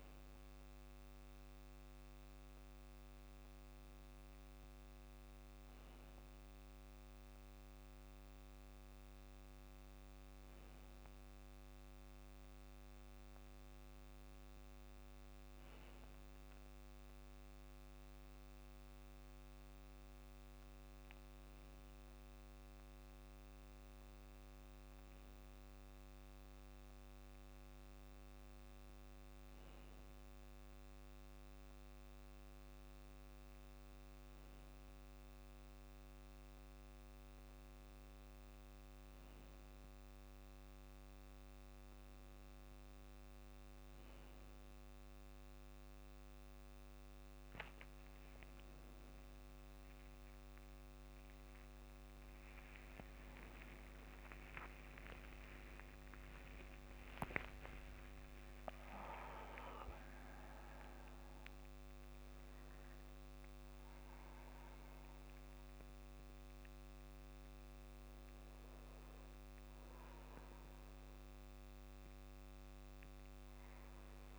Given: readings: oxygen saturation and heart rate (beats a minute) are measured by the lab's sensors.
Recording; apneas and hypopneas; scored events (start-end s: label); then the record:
a person awake in a sleep study, hard to hear, by a microphone on the trachea; none
36.50-74.39 s: new sleep stage, awake
54.00-56.00 s: long interval between heartbeats (device-marked, heart rate 63 before, 77 extreme)
57.00-59.00 s: long interval between heartbeats (device-marked, heart rate 65 before, 87 extreme)
From the record:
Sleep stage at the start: REM sleep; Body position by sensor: on the back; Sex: male